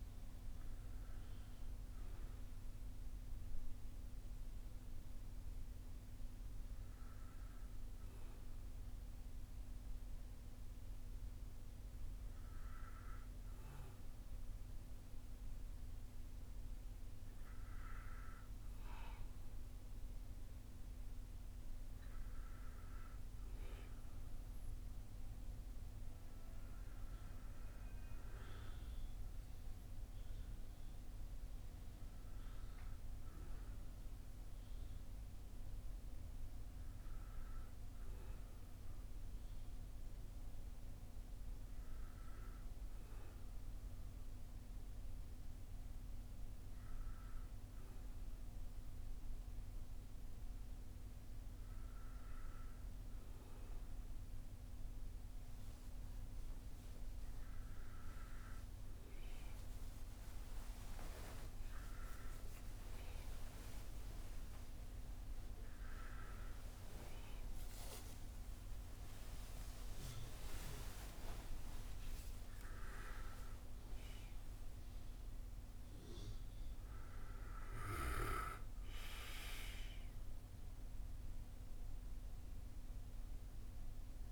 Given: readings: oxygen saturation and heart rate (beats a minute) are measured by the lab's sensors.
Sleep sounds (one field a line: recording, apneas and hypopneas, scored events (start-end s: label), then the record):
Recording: breathing in sleep by a room microphone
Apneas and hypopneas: none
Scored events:
82.50-84.32 s: arousal
From the record:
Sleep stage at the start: N1 (lightest sleep)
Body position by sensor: on the back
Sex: male